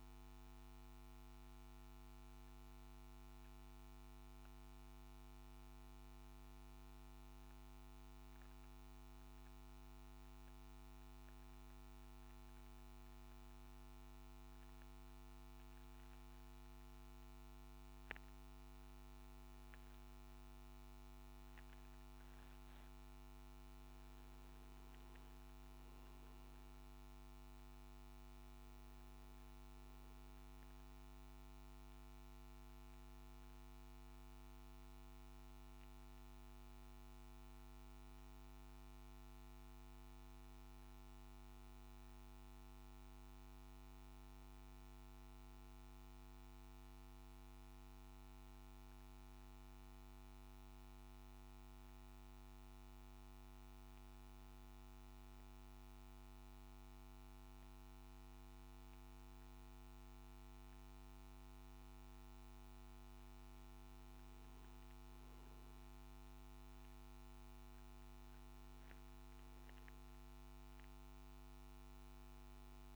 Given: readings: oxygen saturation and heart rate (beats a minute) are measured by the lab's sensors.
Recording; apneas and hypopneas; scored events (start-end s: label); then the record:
breathing in sleep, hard to hear, by a microphone on the trachea; 1
8.00-20.00 s: obstructive apnea (oxygen 98% before, 94% lowest, heart rate 61 before, 51 extreme, up 4 after)
27.00-72.96 s: new sleep stage, N3 (deep sleep)
30.00-47.00 s: oxygen desaturation (device-marked, oxygen 98% before, 94% lowest, heart rate 57 before, 51 extreme)
From the record:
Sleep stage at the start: N2 (light sleep); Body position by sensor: on the back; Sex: male